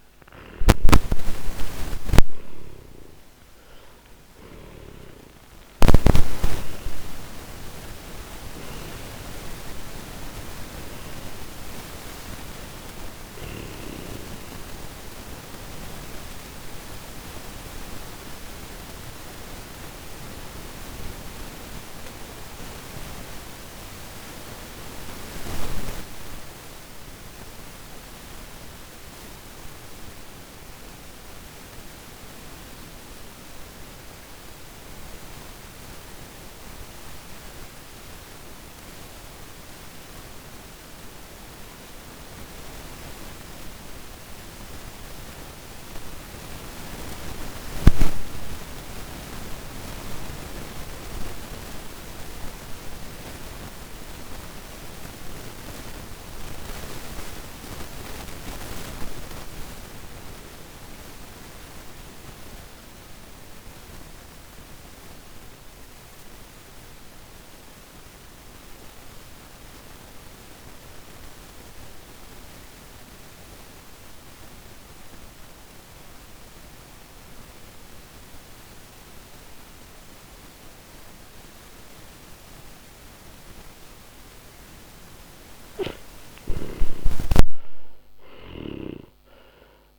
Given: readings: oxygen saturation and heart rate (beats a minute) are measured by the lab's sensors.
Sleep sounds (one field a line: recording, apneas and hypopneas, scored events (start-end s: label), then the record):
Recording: breathing in sleep by a microphone on the trachea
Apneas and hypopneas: 1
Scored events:
0.00-2.00 s: snoring (device-marked)
0.00-3.00 s: arousal
0.00-50.00 s: oxygen desaturation (device-marked, oxygen 73% lowest)
15.50-84.50 s: mixed apnea (oxygen 93% before, 73% lowest)
71.00-89.99 s: oxygen desaturation (device-marked, oxygen 98% before, 76% lowest)
85.50-89.99 s: arousal
87.50-89.99 s: snoring (device-marked)
From the record:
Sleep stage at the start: N2 (light sleep)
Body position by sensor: on the back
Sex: male